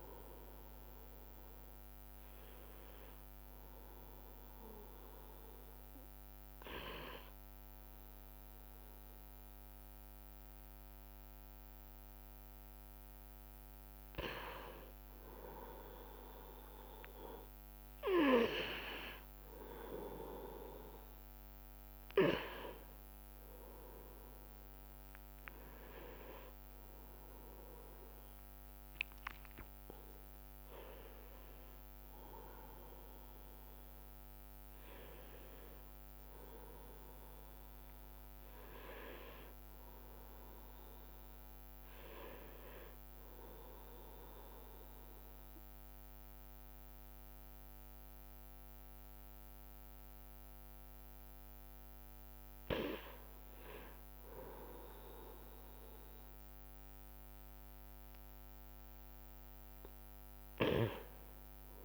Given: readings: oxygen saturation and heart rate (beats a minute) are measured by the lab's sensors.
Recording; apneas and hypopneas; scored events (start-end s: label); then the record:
breathing in sleep by a microphone on the trachea; 2
0.00-6.50 s: drop in pulse transit time (device-marked, heart rate 67 extreme)
0.00-9.50 s: oxygen desaturation (device-marked, oxygen 91% lowest, heart rate 60 extreme)
4.50-15.50 s: obstructive apnea (oxygen 96% before, 91% lowest, heart rate 70 before, 60 extreme, up 14 after)
19.50-25.00 s: arousal
27.50-42.50 s: drop in pulse transit time (device-marked, heart rate 67 before, 68 extreme)
39.50-61.85 s: new sleep stage, N2 (light sleep)
44.00-54.00 s: obstructive apnea (oxygen 98% before, 90% lowest, heart rate 70 before, 59 extreme, up 2 after)
60.00-61.85 s: arousal
From the record:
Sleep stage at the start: N1 (lightest sleep); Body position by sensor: on the right side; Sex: male